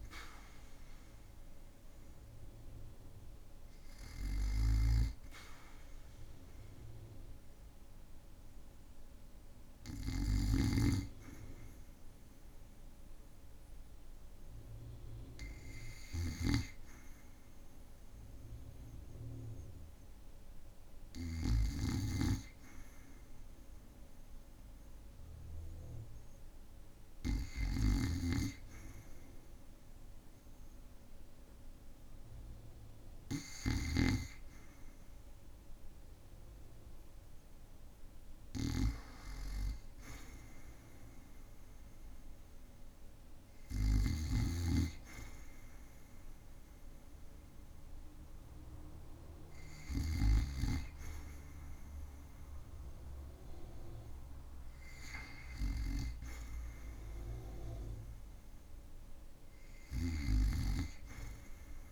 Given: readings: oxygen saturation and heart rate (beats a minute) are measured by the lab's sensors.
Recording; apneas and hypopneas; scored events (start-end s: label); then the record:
breathing in sleep by a room microphone; 1
4.50-34.00 s: snoring (device-marked)
10.00-27.00 s: oxygen desaturation (device-marked, oxygen 95% before, 92% lowest, heart rate 59 before, 58 extreme)
12.50-28.50 s: hypopnea (oxygen 95% before, 92% lowest, heart rate 59 before, 58 extreme, up 2 after)
32.00-36.00 s: arousal
43.50-50.00 s: snoring (device-marked)
60.00-61.92 s: snoring (device-marked)
From the record:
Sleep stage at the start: REM sleep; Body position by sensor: on the back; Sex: male